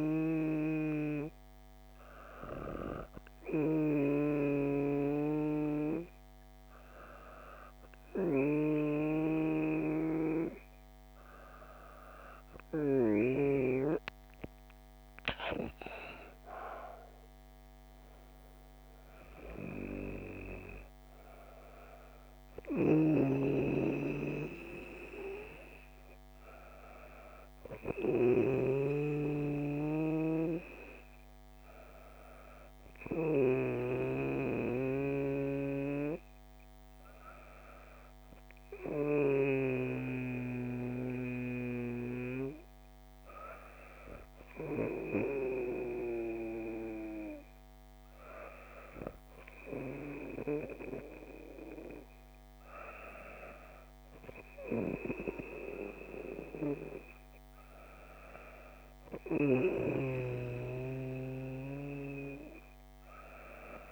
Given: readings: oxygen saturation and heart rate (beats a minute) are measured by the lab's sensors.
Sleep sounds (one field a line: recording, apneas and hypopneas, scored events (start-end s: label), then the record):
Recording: breathing in sleep by a microphone on the trachea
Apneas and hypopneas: 1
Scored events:
14.50-18.50 s: arousal
37.00-51.50 s: hypopnea (oxygen 98% before, 96% lowest, heart rate 121 before, 35 extreme, up 14 after)
53.50-57.50 s: arousal
From the record:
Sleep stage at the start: N2 (light sleep)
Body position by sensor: on the back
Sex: female